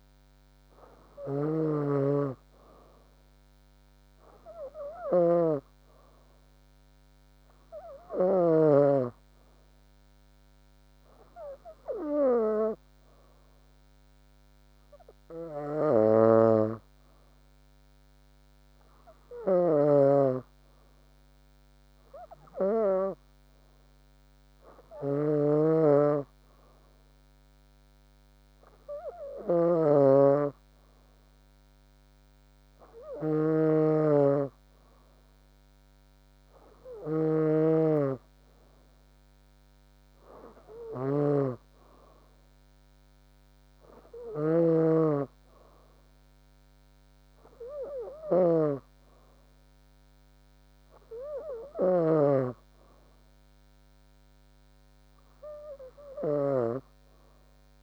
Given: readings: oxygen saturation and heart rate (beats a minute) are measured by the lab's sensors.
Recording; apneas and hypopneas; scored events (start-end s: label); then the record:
breathing in sleep by a microphone on the trachea; none
40.00-46.50 s: arousal
46.50-48.50 s: long interval between heartbeats (device-marked, heart rate 74 before, 86 extreme)
48.50-50.50 s: long interval between heartbeats (device-marked, heart rate 75 before, 86 extreme)
From the record:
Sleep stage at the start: N2 (light sleep); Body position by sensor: on the back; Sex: female